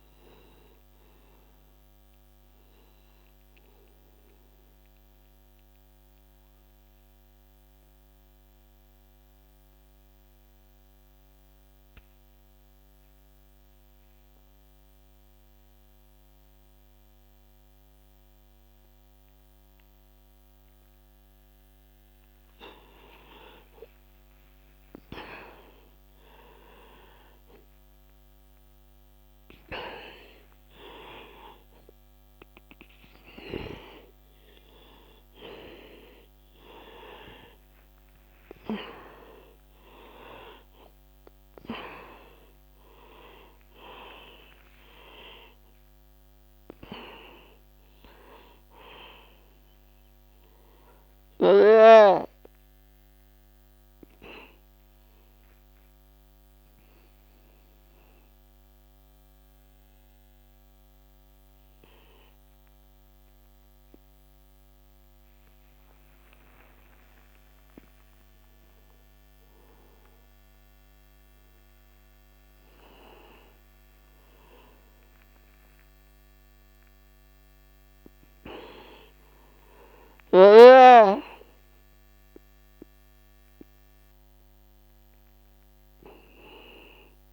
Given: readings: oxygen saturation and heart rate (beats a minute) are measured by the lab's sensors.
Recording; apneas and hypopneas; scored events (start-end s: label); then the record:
breathing in sleep by a microphone on the trachea; 2
0.00-2.50 s: arousal
0.00-16.50 s: oxygen desaturation (device-marked, oxygen 88% lowest, heart rate 55 extreme)
5.00-23.00 s: obstructive apnea (oxygen 96% before, 87% lowest, heart rate 65 before, 55 extreme, up 0 after)
25.50-30.50 s: arousal
31.50-60.50 s: oxygen desaturation (device-marked, oxygen 98% before, 87% lowest, heart rate 62 before, 63 extreme)
54.50-70.50 s: obstructive apnea (oxygen 97% before, 87% lowest, heart rate 64 before, 62 extreme, up 18 after)
72.00-76.50 s: arousal
From the record:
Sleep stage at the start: N2 (light sleep); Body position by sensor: on the back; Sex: male